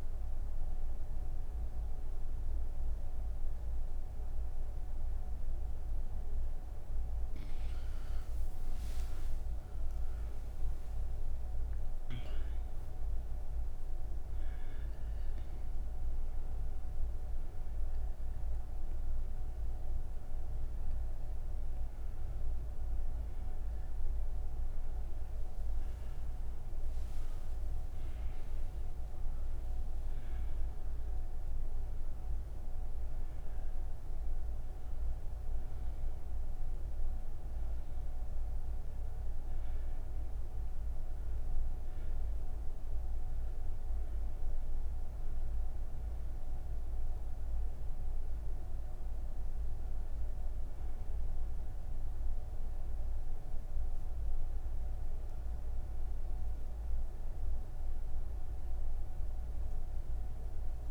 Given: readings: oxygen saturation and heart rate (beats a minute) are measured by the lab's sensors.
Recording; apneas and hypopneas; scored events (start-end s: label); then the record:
breathing in sleep, hard to hear, by a room microphone; none
10.00-60.91 s: oxygen desaturation (device-marked, oxygen 96% before, 86% lowest, heart rate 188 before, 145 extreme)
From the record:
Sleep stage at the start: N1 (lightest sleep); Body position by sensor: on the right side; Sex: female